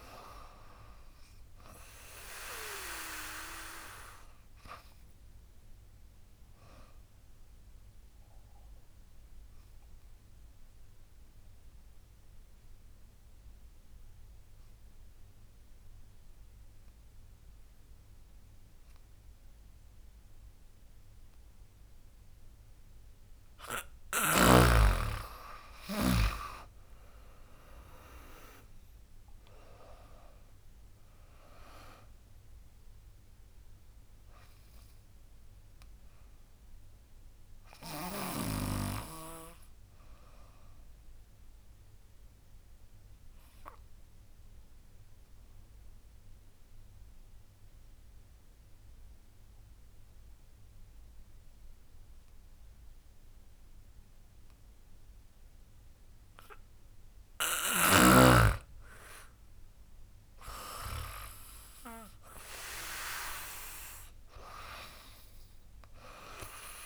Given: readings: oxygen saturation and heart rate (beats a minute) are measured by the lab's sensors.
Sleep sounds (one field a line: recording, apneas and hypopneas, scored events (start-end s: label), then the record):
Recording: breathing in sleep by a room microphone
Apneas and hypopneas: 2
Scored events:
0.00-2.00 s: arousal
0.00-9.50 s: drop in pulse transit time (device-marked, heart rate 74 extreme)
0.00-18.50 s: oxygen desaturation (device-marked, oxygen 90% lowest, heart rate 69 extreme)
6.50-22.50 s: obstructive apnea (oxygen 98% before, 89% lowest, heart rate 77 before, 68 extreme, up 17 after)
25.50-29.00 s: arousal
25.50-38.50 s: drop in pulse transit time (device-marked, heart rate 76 before, 70 extreme)
29.50-49.50 s: oxygen desaturation (device-marked, oxygen 98% before, 89% lowest, heart rate 77 before, 68 extreme)
35.50-56.00 s: obstructive apnea (oxygen 98% before, 89% lowest, heart rate 81 before, 68 extreme, up 16 after)
58.00-61.50 s: arousal
58.50-66.86 s: drop in pulse transit time (device-marked, heart rate 73 before, 76 extreme)
60.50-66.86 s: oxygen desaturation (device-marked, oxygen 99% before, 90% lowest, heart rate 74 before, 71 extreme)
From the record:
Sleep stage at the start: N2 (light sleep)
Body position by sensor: on the back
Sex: female